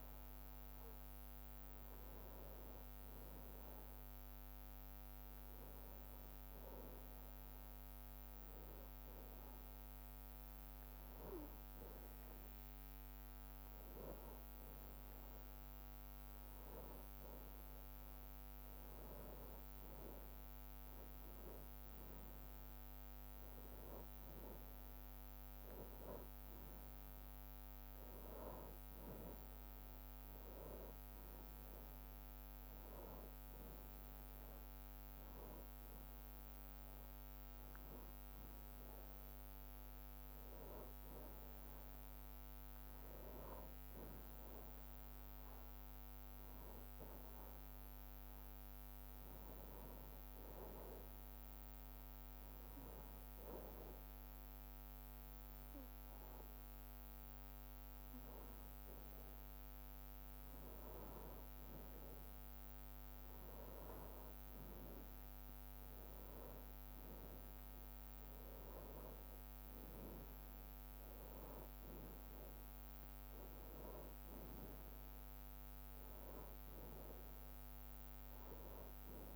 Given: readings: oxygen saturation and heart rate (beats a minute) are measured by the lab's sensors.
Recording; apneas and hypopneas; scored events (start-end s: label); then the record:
breathing in sleep by a microphone on the trachea; 2
4.50-15.50 s: hypopnea (oxygen 96% before, 93% lowest, heart rate 64 before, 57 extreme, up 5 after)
22.00-27.00 s: arousal
33.50-39.50 s: bradycardia (device-marked, heart rate 62 before, 57 extreme)
46.50-50.50 s: bradycardia (device-marked, heart rate 62 before, 57 extreme)
51.50-61.50 s: hypopnea (oxygen 96% before, 93% lowest, heart rate 62 before, 62 extreme, up 5 after)
53.50-55.50 s: long interval between heartbeats (device-marked, heart rate 61 before, 59 extreme)
64.00-67.00 s: arousal
74.00-76.00 s: long interval between heartbeats (device-marked, heart rate 63 before, 68 extreme)
From the record:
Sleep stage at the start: N2 (light sleep); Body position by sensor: on the back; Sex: male